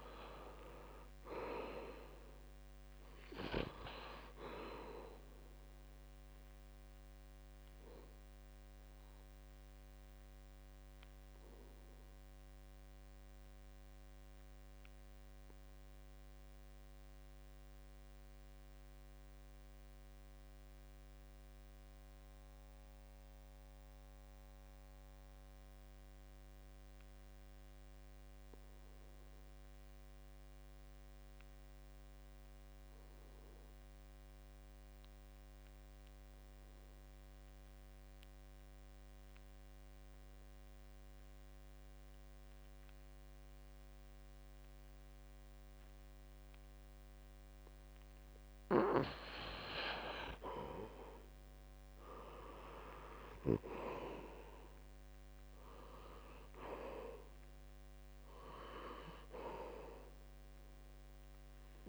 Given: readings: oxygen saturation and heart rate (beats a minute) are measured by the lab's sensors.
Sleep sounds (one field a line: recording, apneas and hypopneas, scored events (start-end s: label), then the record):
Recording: breathing in sleep by a microphone on the trachea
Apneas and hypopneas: 1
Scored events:
0.00-25.00 s: oxygen desaturation (device-marked, oxygen 76% lowest, heart rate 66 extreme)
2.00-6.00 s: arousal
9.50-48.00 s: obstructive apnea (oxygen 96% before, 74% lowest, heart rate 73 before, 66 extreme, up 11 after)
25.00-27.00 s: long interval between heartbeats (device-marked, heart rate 72 before, 68 extreme)
29.00-31.00 s: long interval between heartbeats (device-marked, heart rate 70 before, 70 extreme)
33.00-61.89 s: oxygen desaturation (device-marked, oxygen 97% before, 74% lowest, heart rate 69 before, 66 extreme)
33.50-35.50 s: long interval between heartbeats (device-marked, heart rate 69 before, 70 extreme)
36.00-38.00 s: long interval between heartbeats (device-marked, heart rate 69 before, 71 extreme)
38.50-40.50 s: long interval between heartbeats (device-marked, heart rate 69 before, 69 extreme)
53.50-57.00 s: arousal
From the record:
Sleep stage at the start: N2 (light sleep)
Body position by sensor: on the back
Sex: male